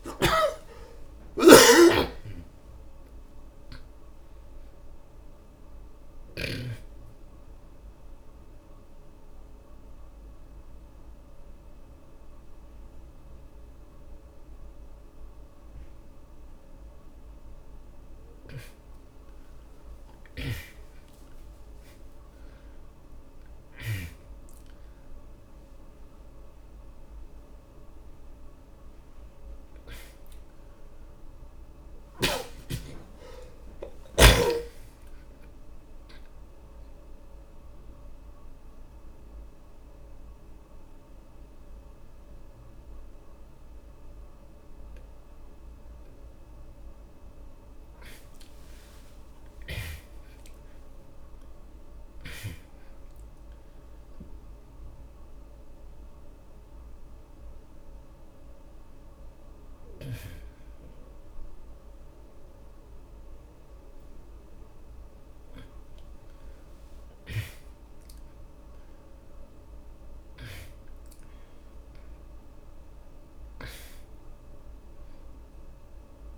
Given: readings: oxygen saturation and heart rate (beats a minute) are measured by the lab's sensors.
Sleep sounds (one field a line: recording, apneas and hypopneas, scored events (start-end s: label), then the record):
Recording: a person partly awake in a sleep study, by a room microphone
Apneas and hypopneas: 3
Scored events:
0.00-7.00 s: oxygen desaturation (device-marked, oxygen 91% lowest)
7.50-18.00 s: obstructive apnea (oxygen 97% before, 83% lowest)
11.00-76.38 s: new sleep stage, N2 (light sleep)
19.00-23.00 s: arousal
28.00-41.00 s: oxygen desaturation (device-marked, oxygen 96% before, 83% lowest)
37.50-49.00 s: obstructive apnea (oxygen 96% before, 83% lowest)
49.50-52.50 s: arousal
55.00-67.00 s: hypopnea (oxygen 96% before, 84% lowest)
56.00-72.00 s: oxygen desaturation (device-marked, oxygen 96% before, 86% lowest)
68.00-71.50 s: arousal
From the record:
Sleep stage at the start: awake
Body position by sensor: on the back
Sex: male